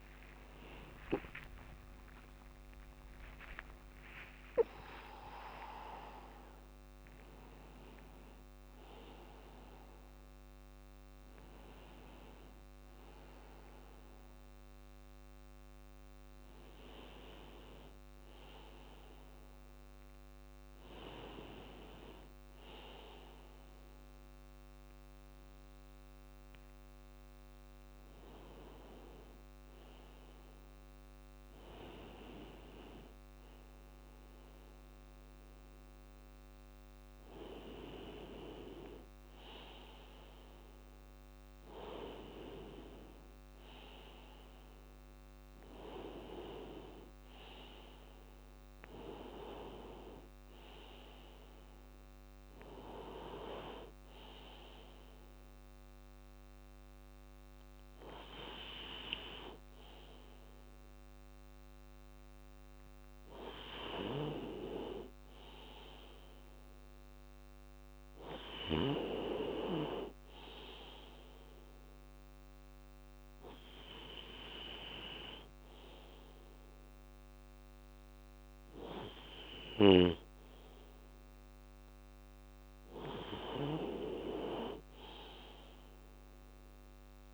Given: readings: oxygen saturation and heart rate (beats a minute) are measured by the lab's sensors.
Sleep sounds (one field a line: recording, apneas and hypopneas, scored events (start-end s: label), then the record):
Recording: a person partly awake in a sleep study, by a microphone on the trachea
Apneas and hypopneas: none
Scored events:
0.00-2.50 s: drop in pulse transit time (device-marked, heart rate 72 extreme)
0.00-4.50 s: oxygen desaturation (device-marked, oxygen 93% lowest, heart rate 57 extreme)
18.50-37.50 s: bradycardia (device-marked, heart rate 62 before, 57 extreme)
32.50-87.34 s: new sleep stage, N1 (lightest sleep)
45.50-60.50 s: bradycardia (device-marked, heart rate 62 before, 59 extreme)
From the record:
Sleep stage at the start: awake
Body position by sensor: on the left side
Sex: male